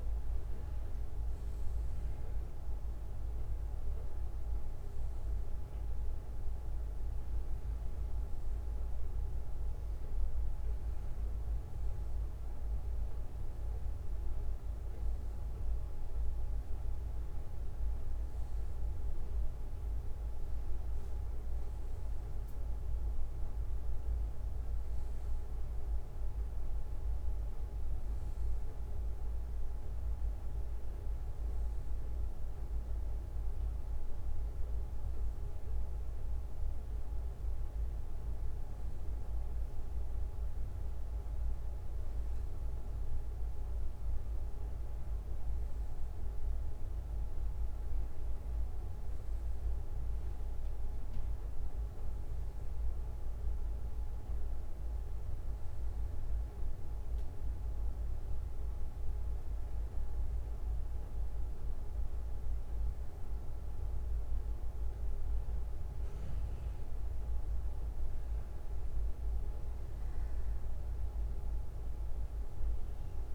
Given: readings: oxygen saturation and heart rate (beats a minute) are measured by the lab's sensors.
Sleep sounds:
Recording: breathing in sleep, hard to hear, by a room microphone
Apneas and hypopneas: none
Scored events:
5.00-8.00 s: bradycardia (device-marked, heart rate 67 before, 59 extreme)
33.00-40.00 s: bradycardia (device-marked, heart rate 67 before, 58 extreme)
55.00-66.00 s: bradycardia (device-marked, heart rate 67 before, 58 extreme)
From the record:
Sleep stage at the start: N1 (lightest sleep)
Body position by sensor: on the back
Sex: male

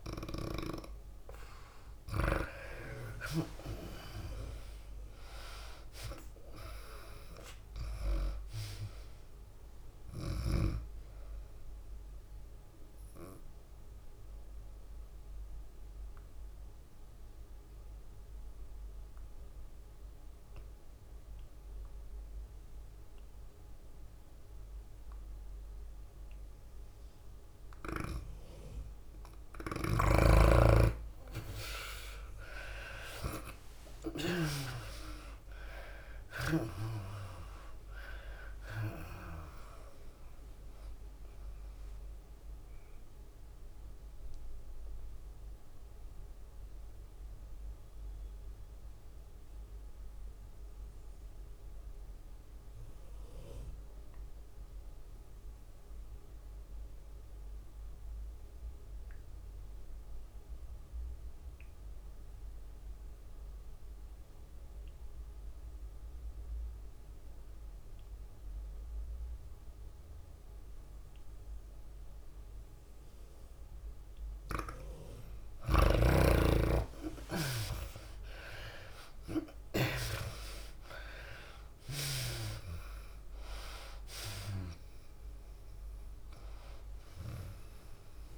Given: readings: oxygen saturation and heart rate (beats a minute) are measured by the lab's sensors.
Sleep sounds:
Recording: breathing in sleep by a room microphone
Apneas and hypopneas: 2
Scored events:
0.00-9.50 s: tachycardia (device-marked, heart rate 144 extreme)
0.00-23.50 s: oxygen desaturation (device-marked, oxygen 82% lowest)
0.50-14.50 s: drop in pulse transit time (device-marked, heart rate 103 before, 89 extreme)
4.00-6.00 s: long interval between heartbeats (device-marked, heart rate 103 before, 120 extreme)
7.00-9.00 s: long interval between heartbeats (device-marked, heart rate 105 before, 138 extreme)
9.00-11.00 s: long interval between heartbeats (device-marked, heart rate 109 before, 115 extreme)
11.00-13.00 s: long interval between heartbeats (device-marked, heart rate 112 before, 115 extreme)
13.00-15.00 s: long interval between heartbeats (device-marked, heart rate 114 before, 89 extreme)
13.50-24.50 s: bradycardia (device-marked)
14.00-28.00 s: obstructive apnea (oxygen 98% before, 77% lowest)
20.00-22.00 s: long interval between heartbeats (device-marked, heart rate 101 before, 27 extreme)
23.00-25.00 s: long interval between heartbeats (device-marked, heart rate 90 before, 37 extreme)
24.50-28.50 s: drop in pulse transit time (device-marked, heart rate 82 before, 37 extreme)
25.50-58.50 s: oxygen desaturation (device-marked, oxygen 96% before, 80% lowest)
26.00-28.00 s: long interval between heartbeats (device-marked, heart rate 78 before, 49 extreme)
28.50-30.50 s: long interval between heartbeats (device-marked, heart rate 66 before, 74 extreme)
28.50-35.50 s: tachycardia (device-marked, heart rate 102 before, 146 extreme)
30.50-32.50 s: long interval between heartbeats (device-marked, heart rate 61 before, 94 extreme)
33.00-35.00 s: long interval between heartbeats (device-marked, heart rate 60 before, 119 extreme)
33.50-37.00 s: arousal
37.00-39.00 s: long interval between heartbeats (device-marked, heart rate 68 before, 117 extreme)
39.00-41.00 s: long interval between heartbeats (device-marked, heart rate 75 before, 99 extreme)
39.50-53.50 s: drop in pulse transit time (device-marked)
42.00-74.00 s: mixed apnea (oxygen 96% before, 74% lowest)
43.50-49.50 s: bradycardia (device-marked)
58.50-88.38 s: tachycardia (device-marked, heart rate 101 before, 167 extreme)
62.00-64.00 s: long interval between heartbeats (device-marked, heart rate 76 before, 104 extreme)
65.00-67.00 s: long interval between heartbeats (device-marked, heart rate 77 before, 113 extreme)
69.00-71.00 s: long interval between heartbeats (device-marked, heart rate 88 before, 120 extreme)
69.50-88.38 s: oxygen desaturation (device-marked, oxygen 98% before, 74% lowest, heart rate 93 before, 102 extreme)
74.50-76.50 s: long interval between heartbeats (device-marked, heart rate 106 before, 106 extreme)
75.00-79.00 s: arousal
78.00-80.00 s: long interval between heartbeats (device-marked, heart rate 108 before, 124 extreme)
81.50-88.38 s: drop in pulse transit time (device-marked, heart rate 117 before, 108 extreme)
From the record:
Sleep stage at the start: N2 (light sleep)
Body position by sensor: on the back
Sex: female

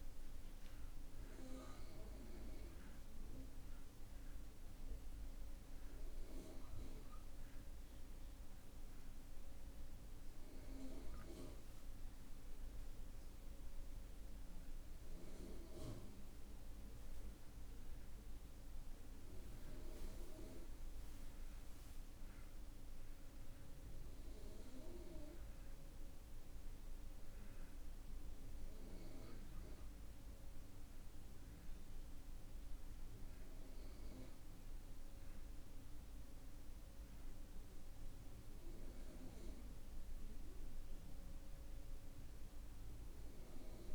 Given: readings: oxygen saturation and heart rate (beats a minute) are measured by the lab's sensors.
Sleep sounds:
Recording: a person partly awake in a sleep study, by a room microphone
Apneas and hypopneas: none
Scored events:
19.50-43.95 s: new sleep stage, N2 (light sleep)
From the record:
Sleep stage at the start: awake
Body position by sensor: on the back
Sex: male

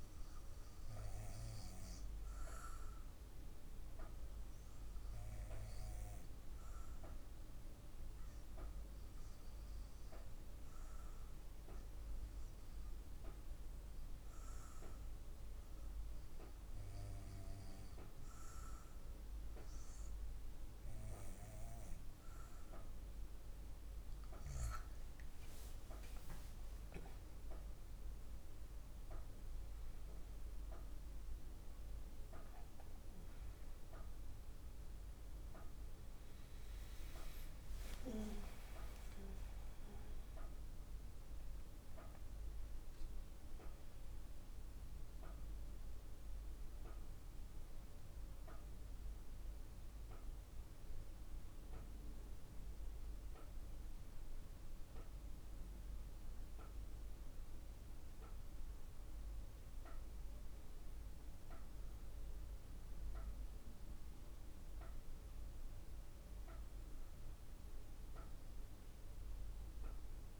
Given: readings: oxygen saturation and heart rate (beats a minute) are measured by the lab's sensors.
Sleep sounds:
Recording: breathing in sleep by a room microphone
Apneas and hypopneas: 1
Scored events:
2.50-20.50 s: obstructive apnea (oxygen 95% before, 93% lowest, heart rate 59 before, 60 extreme, up 14 after)
25.50-30.50 s: arousal
From the record:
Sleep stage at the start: REM sleep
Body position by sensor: on the back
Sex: female

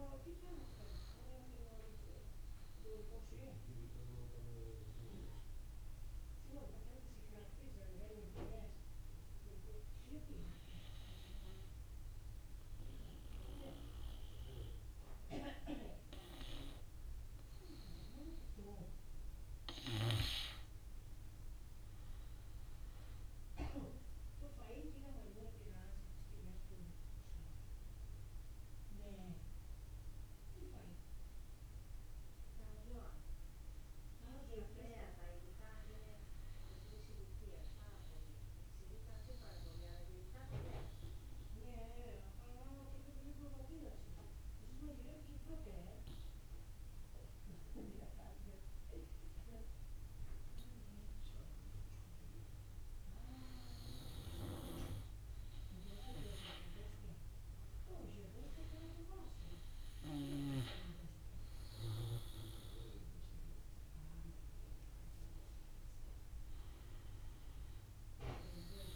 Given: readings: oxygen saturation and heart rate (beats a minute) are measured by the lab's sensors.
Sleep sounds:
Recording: breathing in sleep by a room microphone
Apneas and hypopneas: 2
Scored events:
1.50-18.50 s: obstructive apnea (oxygen 98% before, 87% lowest, heart rate 65 before, 57 extreme, up 8 after)
14.00-45.00 s: oxygen desaturation (device-marked, oxygen 97% before, 87% lowest, heart rate 62 before, 53 extreme)
20.50-23.50 s: arousal
37.50-50.00 s: obstructive apnea (oxygen 96% before, 87% lowest, heart rate 66 before, 53 extreme, up 3 after)
52.50-55.00 s: arousal
55.00-67.00 s: oxygen desaturation (device-marked, oxygen 97% before, 91% lowest, heart rate 59 before, 54 extreme)
From the record:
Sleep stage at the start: N2 (light sleep)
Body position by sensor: on the back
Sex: male

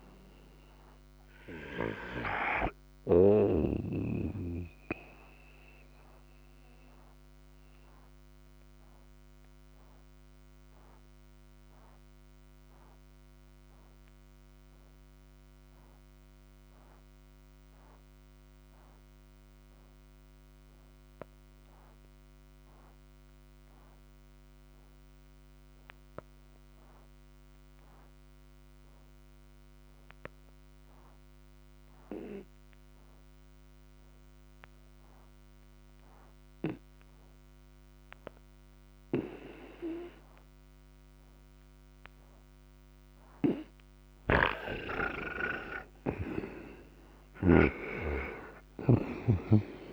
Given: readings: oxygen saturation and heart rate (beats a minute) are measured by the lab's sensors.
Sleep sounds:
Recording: breathing in sleep by a microphone on the trachea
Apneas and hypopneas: 1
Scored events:
0.00-4.00 s: snoring (device-marked)
0.00-17.00 s: oxygen desaturation (device-marked, oxygen 83% lowest, heart rate 58 extreme)
2.00-44.50 s: mixed apnea (oxygen 96% before, 83% lowest, heart rate 78 before, 58 extreme, up 25 after)
33.00-49.93 s: oxygen desaturation (device-marked, oxygen 98% before, 83% lowest, heart rate 60 before, 58 extreme)
44.00-49.93 s: snoring (device-marked)
45.50-49.93 s: arousal
From the record:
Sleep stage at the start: N2 (light sleep)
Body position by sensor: on the right side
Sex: male

